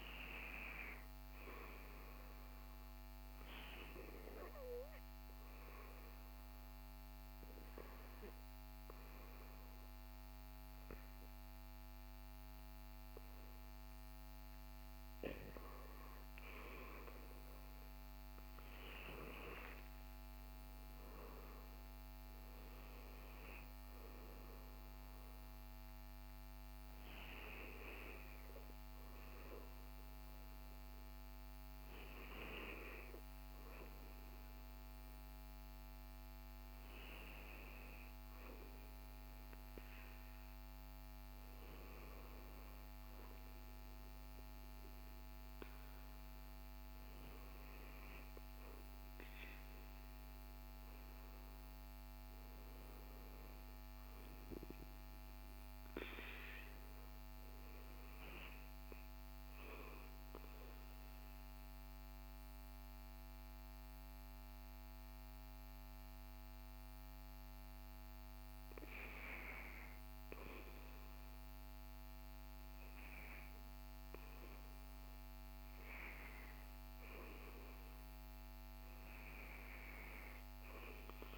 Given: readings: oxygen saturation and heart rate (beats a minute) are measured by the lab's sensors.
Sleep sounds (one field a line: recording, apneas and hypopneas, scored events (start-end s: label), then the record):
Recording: breathing in sleep by a microphone on the trachea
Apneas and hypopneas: 2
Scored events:
4.00-14.50 s: hypopnea (oxygen 96% before, 94% lowest, heart rate 70 before, 50 extreme, up 6 after)
15.00-18.50 s: arousal
60.00-70.00 s: obstructive apnea (oxygen 98% before, 94% lowest, heart rate 70 before, 65 extreme, up 7 after)
74.50-78.00 s: arousal
From the record:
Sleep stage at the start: REM sleep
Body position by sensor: on the back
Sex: male